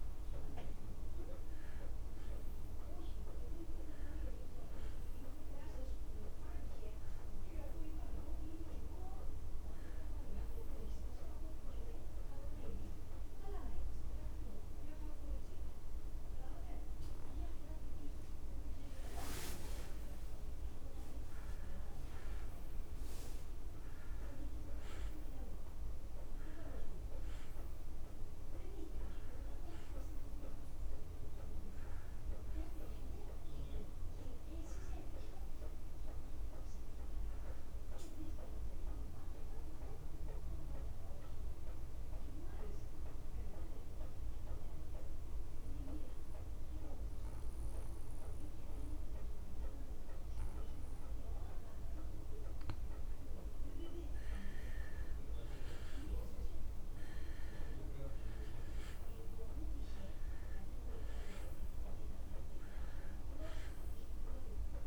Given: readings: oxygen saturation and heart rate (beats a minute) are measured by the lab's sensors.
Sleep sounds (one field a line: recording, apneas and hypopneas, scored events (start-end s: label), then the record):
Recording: breathing in sleep by a room microphone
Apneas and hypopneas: 2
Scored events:
0.00-20.00 s: oxygen desaturation (device-marked, oxygen 87% lowest)
6.50-19.00 s: hypopnea (oxygen 97% before, 87% lowest)
11.00-41.00 s: new sleep stage, N1 (lightest sleep)
22.50-27.00 s: arousal
39.00-52.00 s: central apnea (oxygen 99% before, 91% lowest)
41.00-64.87 s: new sleep stage, N2 (light sleep)
55.00-58.00 s: arousal
56.00-64.87 s: oxygen desaturation (device-marked, oxygen 97% before, 91% lowest)
From the record:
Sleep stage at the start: N2 (light sleep)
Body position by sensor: on the back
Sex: male